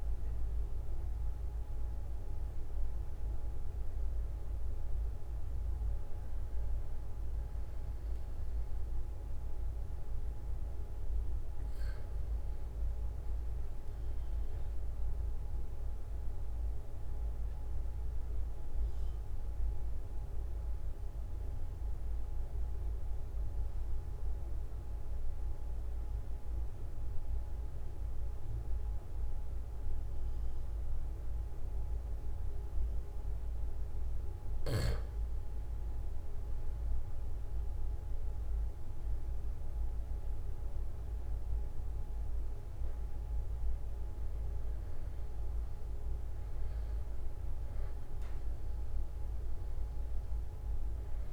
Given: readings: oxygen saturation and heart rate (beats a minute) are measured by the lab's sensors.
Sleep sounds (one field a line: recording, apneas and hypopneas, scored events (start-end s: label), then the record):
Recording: breathing in sleep, hard to hear, by a room microphone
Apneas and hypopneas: 1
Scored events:
15.00-34.50 s: mixed apnea (oxygen 96% before, 93% lowest, heart rate 46 before, 43 extreme, up 3 after)
36.50-40.50 s: arousal
From the record:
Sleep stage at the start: N2 (light sleep)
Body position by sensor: on the back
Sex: male